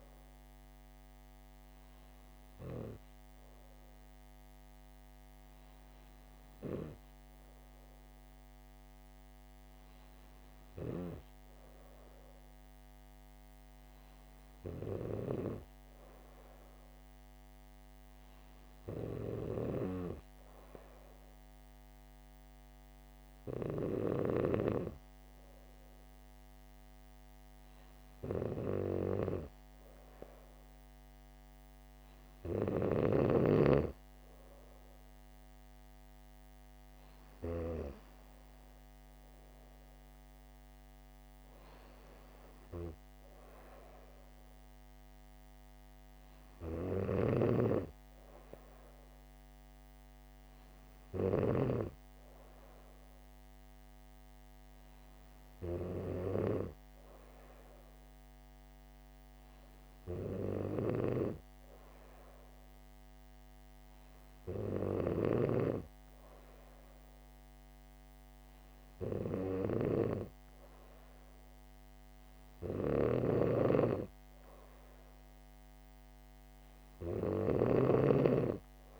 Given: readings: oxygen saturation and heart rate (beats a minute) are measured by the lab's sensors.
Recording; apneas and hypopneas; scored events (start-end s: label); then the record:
breathing in sleep by a microphone on the trachea; none
47.50-52.00 s: snoring (device-marked)
73.00-79.00 s: snoring (device-marked)
From the record:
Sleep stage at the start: N2 (light sleep); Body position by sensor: on the back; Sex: female